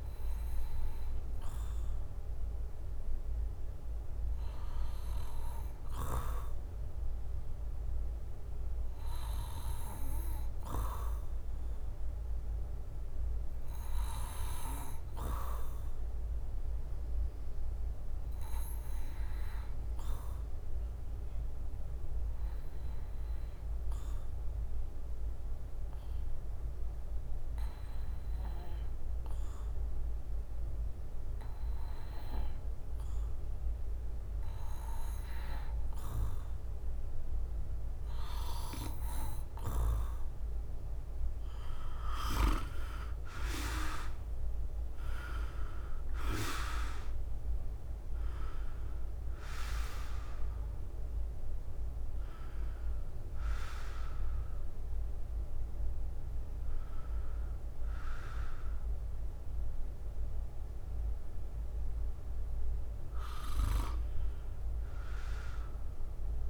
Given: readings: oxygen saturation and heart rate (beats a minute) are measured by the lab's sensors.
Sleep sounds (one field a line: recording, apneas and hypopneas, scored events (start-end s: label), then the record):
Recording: breathing in sleep by a room microphone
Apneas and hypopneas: 1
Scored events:
0.00-15.00 s: oxygen desaturation (device-marked, oxygen 90% lowest, heart rate 50 extreme)
0.00-42.00 s: bradycardia (device-marked, heart rate 49 extreme)
5.00-40.50 s: obstructive apnea (oxygen 96% before, 90% lowest, heart rate 60 before, 49 extreme, up 22 after)
25.00-36.00 s: drop in pulse transit time (device-marked, heart rate 57 before, 52 extreme)
31.00-37.00 s: oxygen desaturation (device-marked, oxygen 95% before, 92% lowest, heart rate 57 before, 49 extreme)
42.50-47.00 s: arousal
46.00-62.00 s: drop in pulse transit time (device-marked, heart rate 54 before, 65 extreme)
47.00-66.50 s: new sleep stage, N2 (light sleep)
From the record:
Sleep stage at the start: REM sleep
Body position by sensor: on the back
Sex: male